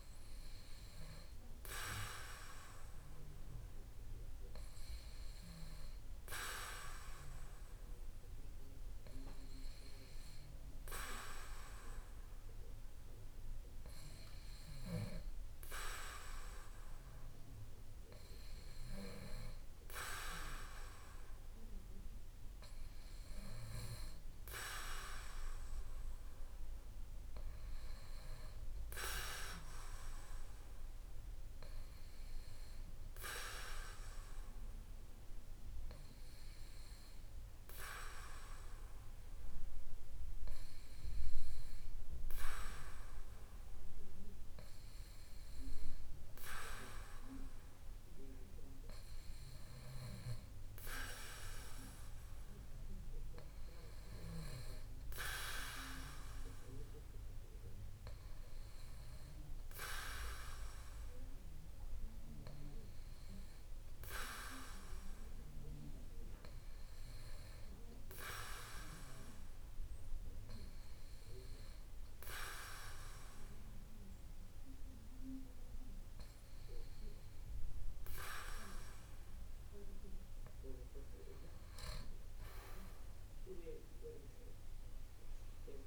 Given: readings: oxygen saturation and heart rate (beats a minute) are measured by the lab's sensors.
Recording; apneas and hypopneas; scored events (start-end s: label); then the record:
breathing in sleep by a room microphone; 1
68.00-79.50 s: hypopnea (oxygen 95% before, 92% lowest, heart rate 58 before, 55 extreme, up 5 after)
From the record:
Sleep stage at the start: REM sleep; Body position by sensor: on the back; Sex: male